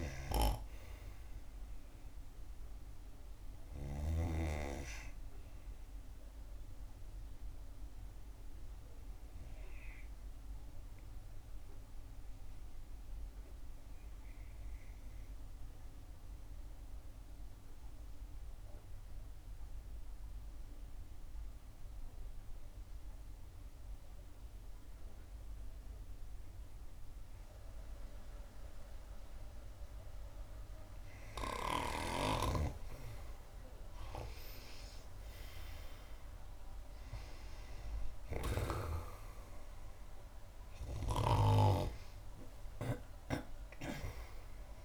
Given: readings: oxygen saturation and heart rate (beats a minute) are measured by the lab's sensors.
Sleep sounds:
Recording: breathing in sleep by a room microphone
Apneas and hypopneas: 1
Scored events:
0.00-20.50 s: oxygen desaturation (device-marked, oxygen 77% lowest, heart rate 63 extreme)
10.50-31.00 s: obstructive apnea (oxygen 94% before, 77% lowest, heart rate 70 before, 62 extreme, up 6 after)
33.50-39.00 s: arousal
38.50-44.85 s: oxygen desaturation (device-marked, oxygen 95% before, 88% lowest, heart rate 67 before, 57 extreme)
From the record:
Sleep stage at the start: N2 (light sleep)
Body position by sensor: on the back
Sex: female

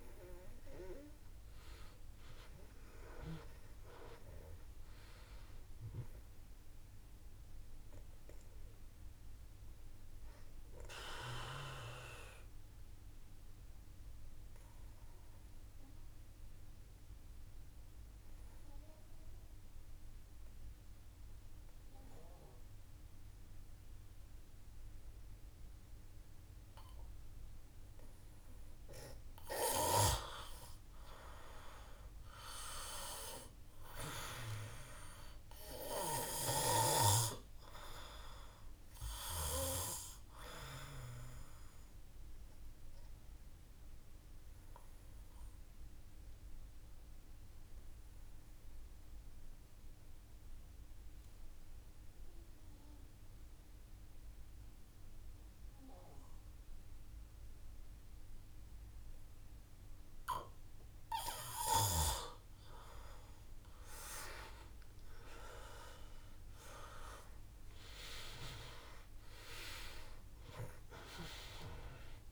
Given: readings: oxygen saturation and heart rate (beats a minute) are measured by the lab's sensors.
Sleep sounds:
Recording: breathing in sleep by a room microphone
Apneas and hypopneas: 2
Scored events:
0.00-19.50 s: oxygen desaturation (device-marked, oxygen 92% lowest, heart rate 55 extreme)
8.00-27.50 s: obstructive apnea (oxygen 97% before, 90% lowest, heart rate 59 before, 55 extreme, up 0 after)
29.50-33.50 s: arousal
37.50-57.50 s: oxygen desaturation (device-marked, oxygen 97% before, 91% lowest, heart rate 57 before, 55 extreme)
41.50-60.00 s: obstructive apnea (oxygen 97% before, 90% lowest, heart rate 57 before, 55 extreme, up 3 after)
63.00-68.00 s: arousal
66.50-72.32 s: oxygen desaturation (device-marked, oxygen 97% before, 90% lowest, heart rate 56 before, 55 extreme)
From the record:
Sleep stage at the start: N2 (light sleep)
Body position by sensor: on the back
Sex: male

